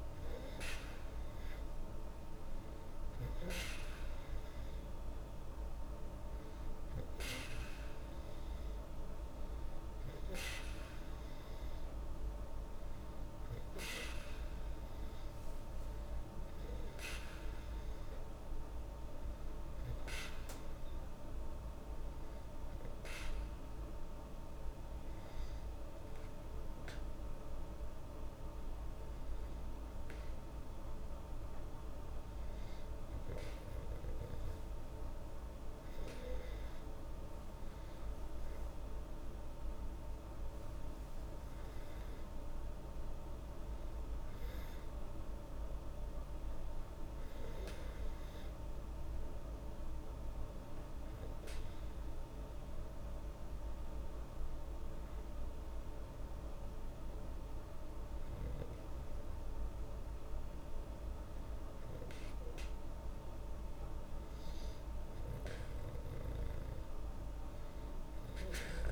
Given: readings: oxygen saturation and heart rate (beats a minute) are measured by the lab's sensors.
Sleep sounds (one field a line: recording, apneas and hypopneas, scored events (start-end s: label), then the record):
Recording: breathing in sleep, hard to hear, by a room microphone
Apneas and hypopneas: 1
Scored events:
40.00-44.50 s: arousal
50.50-62.50 s: hypopnea (oxygen 97% before, 95% lowest, heart rate 80 before, 75 extreme, up 5 after)
64.00-68.00 s: arousal
From the record:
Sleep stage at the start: N2 (light sleep)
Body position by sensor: on the back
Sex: female